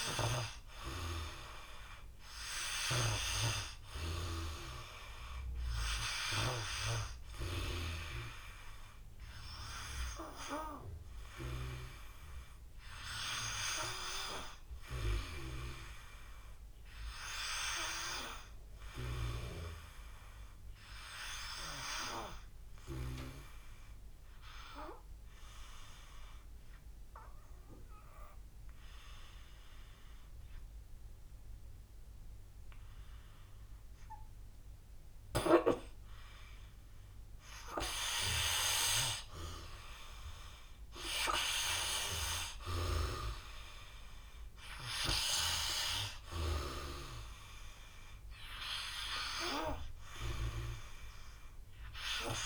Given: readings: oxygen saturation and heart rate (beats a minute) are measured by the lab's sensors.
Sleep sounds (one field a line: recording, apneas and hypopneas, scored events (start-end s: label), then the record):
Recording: breathing in sleep by a room microphone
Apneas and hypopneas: 1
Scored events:
0.00-1.50 s: arousal
4.00-19.00 s: oxygen desaturation (device-marked, oxygen 96% before, 93% lowest, heart rate 56 before, 50 extreme)
23.50-36.00 s: obstructive apnea (oxygen 97% before, 87% lowest, heart rate 53 before, 52 extreme, up 6 after)
43.50-47.50 s: arousal
50.00-52.46 s: oxygen desaturation (device-marked, oxygen 96% before, 87% lowest, heart rate 55 before, 49 extreme)
From the record:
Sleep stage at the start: N3 (deep sleep)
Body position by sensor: on the back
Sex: male